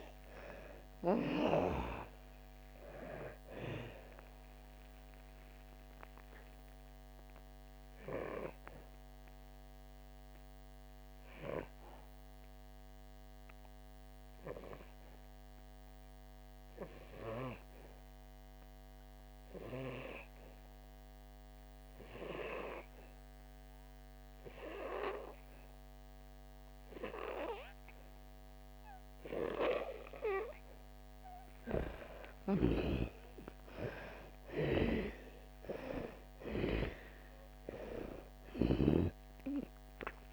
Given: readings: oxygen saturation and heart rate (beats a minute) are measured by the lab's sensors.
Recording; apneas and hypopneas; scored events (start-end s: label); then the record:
breathing in sleep by a microphone on the trachea; 1
1.00-27.00 s: oxygen desaturation (device-marked, oxygen 97% before, 85% lowest, heart rate 66 before, 57 extreme)
4.00-31.00 s: obstructive apnea (oxygen 98% before, 85% lowest, heart rate 68 before, 56 extreme, up 8 after)
32.50-37.50 s: arousal
38.00-40.33 s: oxygen desaturation (device-marked, oxygen 97% before, 92% lowest, heart rate 63 before, 56 extreme)
From the record:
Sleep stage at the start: N2 (light sleep); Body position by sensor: on the back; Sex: female